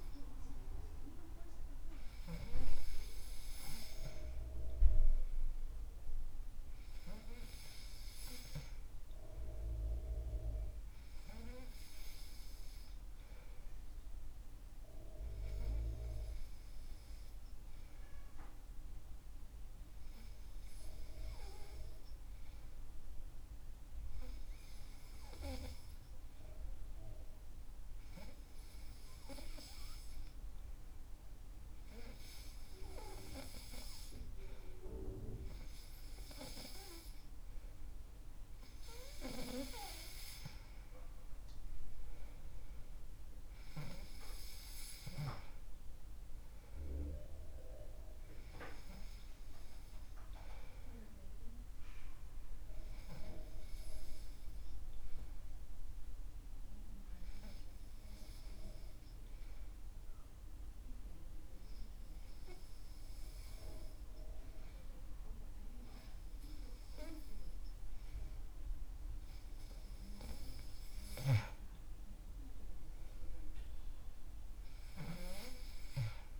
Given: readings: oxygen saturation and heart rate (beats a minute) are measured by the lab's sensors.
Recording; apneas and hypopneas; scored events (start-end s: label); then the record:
breathing in sleep by a room microphone; 2
0.00-1.50 s: arousal
13.00-33.00 s: hypopnea (oxygen 97% before, 94% lowest, heart rate 71 before, 69 extreme, up 3 after)
35.00-38.50 s: arousal
55.00-68.00 s: hypopnea (oxygen 97% before, 94% lowest, heart rate 72 before, 65 extreme, up 5 after)
71.00-74.50 s: arousal
From the record:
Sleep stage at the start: N2 (light sleep); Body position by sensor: on the back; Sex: male